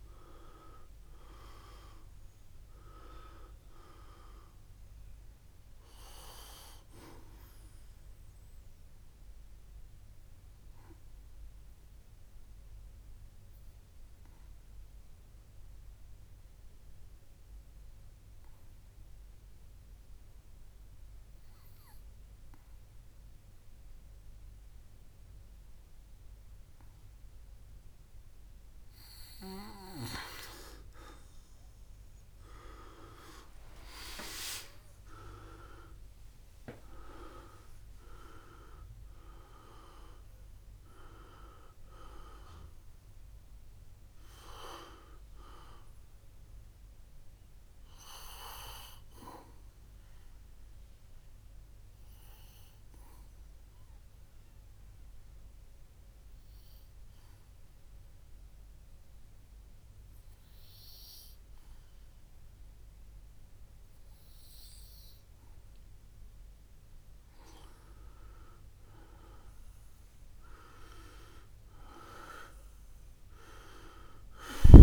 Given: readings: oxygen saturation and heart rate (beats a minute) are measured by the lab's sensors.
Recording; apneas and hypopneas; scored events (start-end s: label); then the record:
breathing in sleep by a room microphone; 2
0.00-2.00 s: arousal
9.00-29.00 s: obstructive apnea (oxygen 97% before, 90% lowest, heart rate 69 before, 58 extreme, up 6 after)
31.50-36.50 s: arousal
34.00-65.00 s: oxygen desaturation (device-marked, oxygen 99% before, 90% lowest, heart rate 63 before, 59 extreme)
50.50-66.50 s: obstructive apnea (oxygen 99% before, 90% lowest, heart rate 70 before, 59 extreme, up 7 after)
68.00-72.00 s: arousal
From the record:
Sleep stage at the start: N2 (light sleep); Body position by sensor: on the back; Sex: male